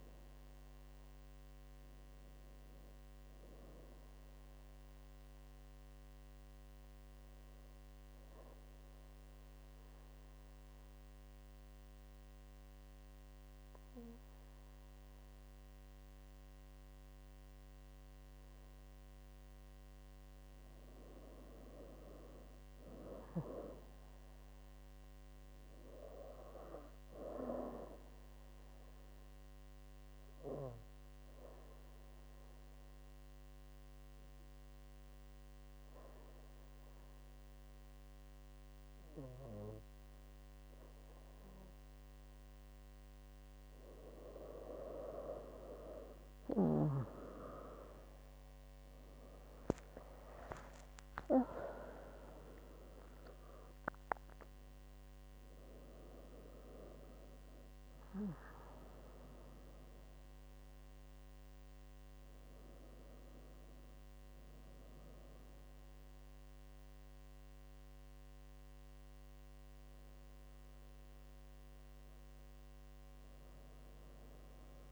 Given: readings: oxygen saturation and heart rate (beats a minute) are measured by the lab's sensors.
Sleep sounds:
breathing in sleep by a microphone on the trachea; 2
0.00-12.50 s: oxygen desaturation (device-marked, oxygen 93% lowest, heart rate 65 extreme)
4.50-21.00 s: obstructive apnea (oxygen 98% before, 93% lowest, heart rate 73 before, 65 extreme, up 3 after)
22.50-26.00 s: arousal
30.50-44.00 s: obstructive apnea (oxygen 98% before, 94% lowest, heart rate 70 before, 67 extreme, up 9 after)
46.50-50.50 s: arousal
70.50-74.92 s: new sleep stage, N1 (lightest sleep)
From the record:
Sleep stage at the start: N2 (light sleep); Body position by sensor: on the back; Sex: female

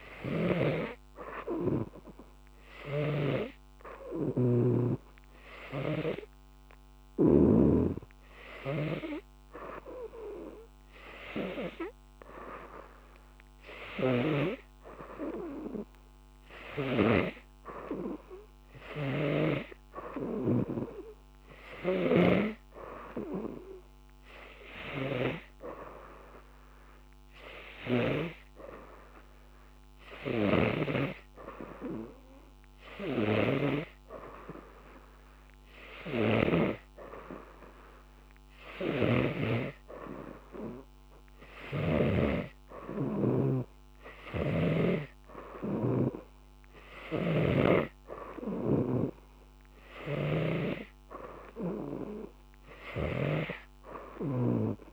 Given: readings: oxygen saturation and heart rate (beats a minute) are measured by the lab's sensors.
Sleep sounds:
breathing in sleep by a microphone on the trachea; none
0.00-7.50 s: oxygen desaturation (device-marked, oxygen 90% lowest, heart rate 86 extreme)
0.00-7.50 s: snoring (device-marked)
41.50-45.00 s: snoring (device-marked)
47.00-54.92 s: snoring (device-marked)
From the record:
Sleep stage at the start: N2 (light sleep); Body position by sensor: on the right side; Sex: female

